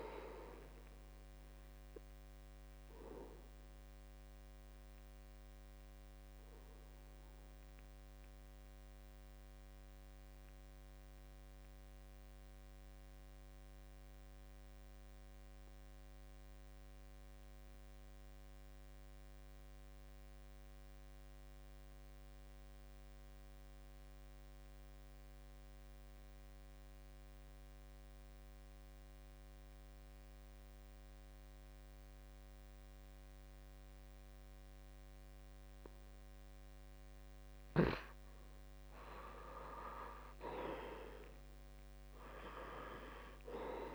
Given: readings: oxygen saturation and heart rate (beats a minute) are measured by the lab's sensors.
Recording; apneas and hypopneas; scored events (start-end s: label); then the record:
breathing in sleep by a microphone on the trachea; 1
0.00-20.00 s: oxygen desaturation (device-marked, oxygen 77% lowest, heart rate 64 extreme)
2.50-35.50 s: obstructive apnea (oxygen 95% before, 77% lowest, heart rate 73 before, 64 extreme, up 9 after)
19.50-21.50 s: long interval between heartbeats (device-marked, heart rate 69 before, 72 extreme)
22.50-24.50 s: long interval between heartbeats (device-marked, heart rate 68 before, 70 extreme)
34.00-43.95 s: oxygen desaturation (device-marked, oxygen 96% before, 78% lowest, heart rate 69 before, 67 extreme)
38.00-41.50 s: arousal
From the record:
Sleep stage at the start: N2 (light sleep); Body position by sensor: on the back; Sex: male